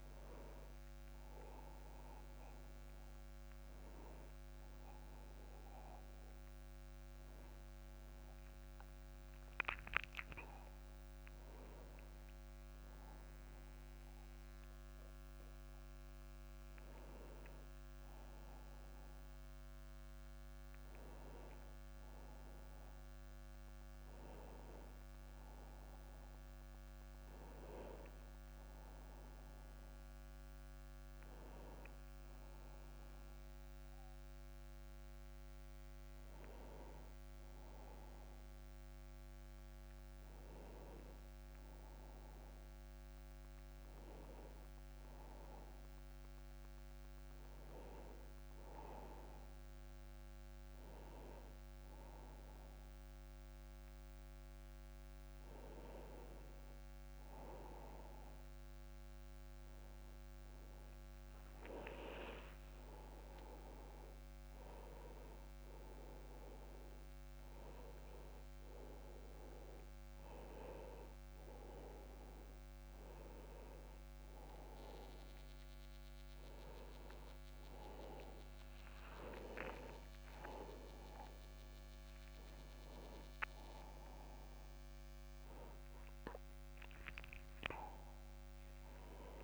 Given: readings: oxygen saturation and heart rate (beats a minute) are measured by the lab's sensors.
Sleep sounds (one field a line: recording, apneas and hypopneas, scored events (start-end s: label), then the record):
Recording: breathing in sleep by a microphone on the trachea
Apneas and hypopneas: none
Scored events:
0.00-13.00 s: oxygen desaturation (device-marked, oxygen 91% lowest, heart rate 30 extreme)
77.00-89.44 s: new sleep stage, awake
From the record:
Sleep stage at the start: N1 (lightest sleep)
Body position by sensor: on the back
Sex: male